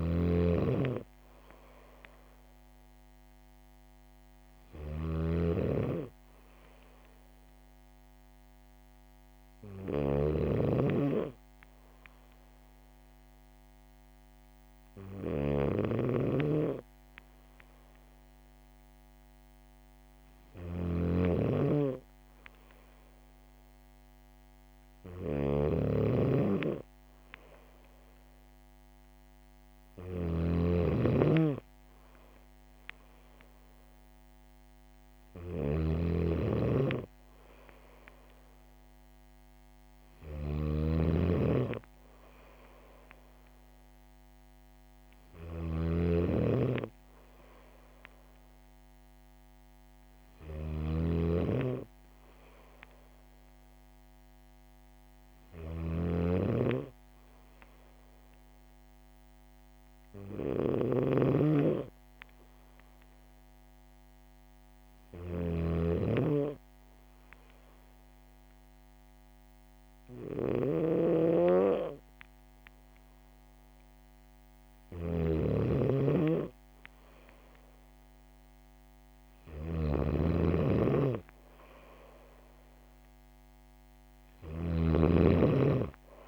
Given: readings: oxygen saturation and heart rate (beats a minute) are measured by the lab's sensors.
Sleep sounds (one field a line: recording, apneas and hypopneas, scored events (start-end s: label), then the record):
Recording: breathing in sleep by a microphone on the trachea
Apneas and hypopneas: none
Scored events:
0.00-84.50 s: snoring (device-marked)
From the record:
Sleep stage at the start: N2 (light sleep)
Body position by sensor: on the back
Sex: female